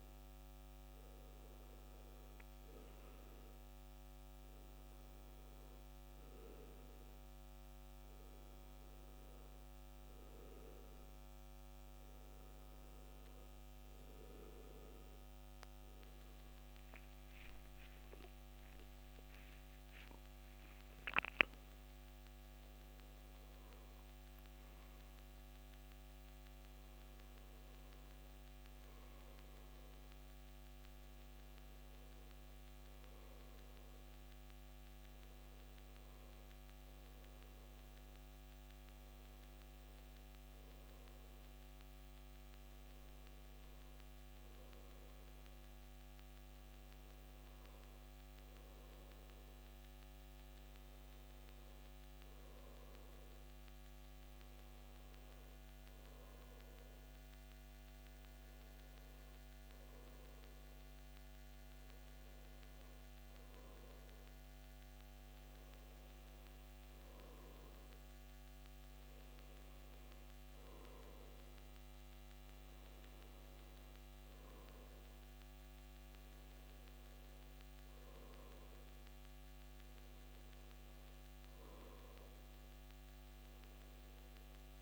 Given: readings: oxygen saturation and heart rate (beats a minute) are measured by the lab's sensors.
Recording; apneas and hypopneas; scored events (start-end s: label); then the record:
breathing in sleep, hard to hear, by a microphone on the trachea; none
none scored
From the record:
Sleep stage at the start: N1 (lightest sleep); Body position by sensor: on the back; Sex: male